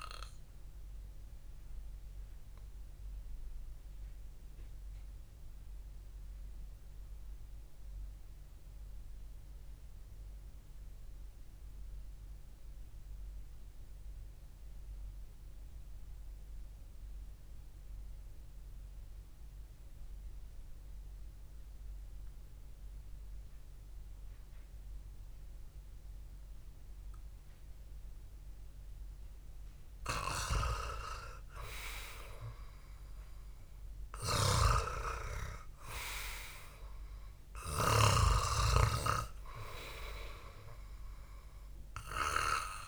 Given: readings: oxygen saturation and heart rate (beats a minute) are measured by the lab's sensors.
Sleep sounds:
breathing in sleep by a room microphone; 1
0.00-26.00 s: oxygen desaturation (device-marked, oxygen 91% lowest, heart rate 52 extreme)
1.50-30.50 s: obstructive apnea (oxygen 99% before, 91% lowest, heart rate 64 before, 52 extreme, up 6 after)
33.00-37.00 s: arousal
From the record:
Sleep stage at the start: REM sleep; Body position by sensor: on the back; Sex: male

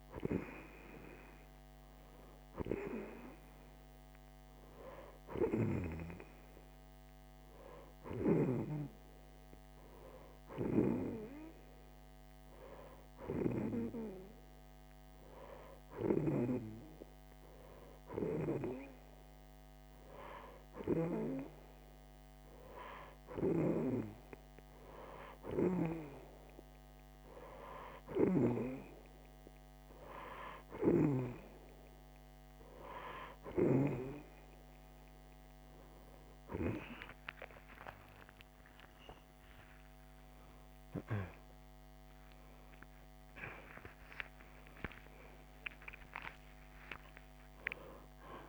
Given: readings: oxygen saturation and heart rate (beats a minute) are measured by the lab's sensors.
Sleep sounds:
breathing in sleep by a microphone on the trachea; 1
0.00-3.50 s: arousal
9.00-21.50 s: hypopnea (oxygen 90% before, 89% lowest, heart rate 59 before, 46 extreme, up 43 after)
37.50-44.50 s: arousal
From the record:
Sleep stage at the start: N2 (light sleep); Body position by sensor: on the right side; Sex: female

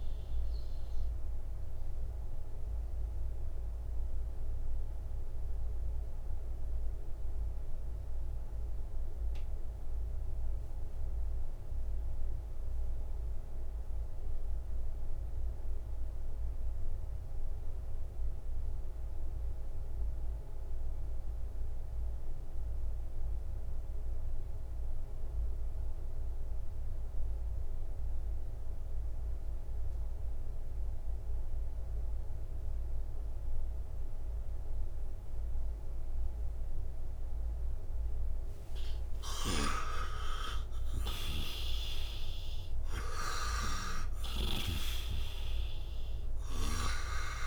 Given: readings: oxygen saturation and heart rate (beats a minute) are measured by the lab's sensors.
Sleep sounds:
breathing in sleep by a room microphone; 1
0.00-23.00 s: oxygen desaturation (device-marked, oxygen 88% lowest, heart rate 61 extreme)
0.50-38.50 s: mixed apnea (oxygen 98% before, 87% lowest, heart rate 67 before, 61 extreme, up 54 after)
35.00-47.47 s: oxygen desaturation (device-marked, oxygen 98% before, 87% lowest, heart rate 62 before, 58 extreme)
39.00-44.50 s: snoring (device-marked)
40.00-45.00 s: arousal
From the record:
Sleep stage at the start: N2 (light sleep); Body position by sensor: on the right side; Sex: male

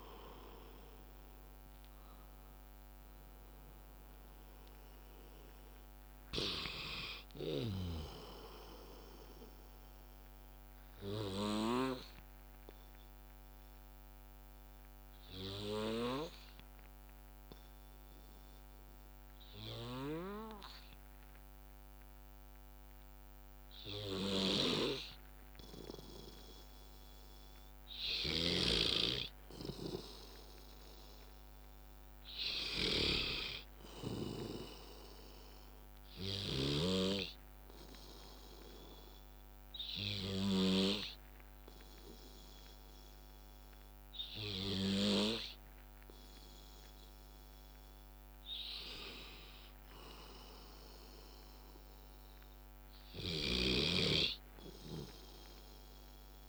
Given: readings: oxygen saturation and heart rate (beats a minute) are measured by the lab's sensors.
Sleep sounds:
breathing in sleep by a microphone on the trachea; 2
0.00-8.00 s: drop in pulse transit time (device-marked, heart rate 74 extreme)
0.00-15.00 s: oxygen desaturation (device-marked, oxygen 86% lowest, heart rate 58 extreme)
10.50-28.50 s: obstructive apnea (oxygen 93% before, 88% lowest, heart rate 77 before, 58 extreme, up 6 after)
29.50-32.50 s: arousal
33.00-45.00 s: oxygen desaturation (device-marked, oxygen 99% before, 95% lowest, heart rate 66 before, 58 extreme)
38.50-49.00 s: obstructive apnea (oxygen 100% before, 94% lowest, heart rate 67 before, 58 extreme, up 5 after)
44.00-47.00 s: bradycardia (device-marked, heart rate 65 before, 62 extreme)
50.00-53.50 s: arousal
53.00-56.49 s: snoring (device-marked)
From the record:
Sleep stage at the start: N2 (light sleep); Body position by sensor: on the back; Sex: male

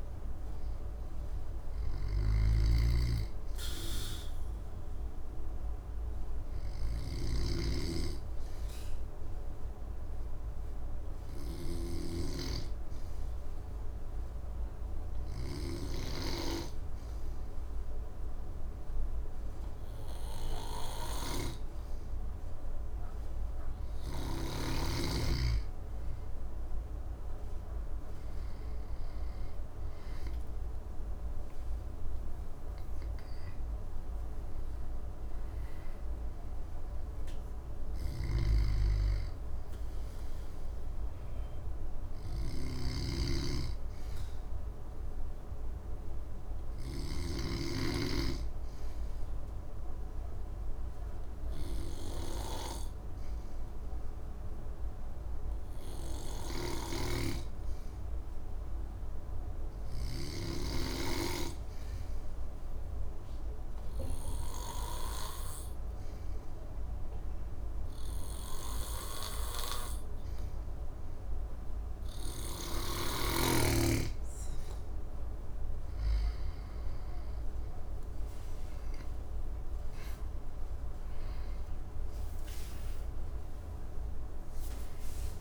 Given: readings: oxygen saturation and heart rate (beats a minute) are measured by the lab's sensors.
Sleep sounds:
breathing in sleep by a room microphone; 2
0.00-7.00 s: snoring (device-marked)
0.00-11.50 s: oxygen desaturation (device-marked, oxygen 95% lowest, heart rate 60 extreme)
5.00-23.50 s: obstructive apnea (oxygen 98% before, 95% lowest, heart rate 74 before, 60 extreme, up 9 after)
26.50-30.50 s: arousal
37.50-47.50 s: snoring (device-marked)
47.50-73.00 s: obstructive apnea (oxygen 99% before, 93% lowest, heart rate 69 before, 62 extreme, up 11 after)
56.50-61.00 s: snoring (device-marked)
67.50-85.41 s: oxygen desaturation (device-marked, oxygen 99% before, 93% lowest, heart rate 63 before, 60 extreme)
77.50-82.50 s: arousal
From the record:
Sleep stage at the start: N2 (light sleep); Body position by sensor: on the back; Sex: male

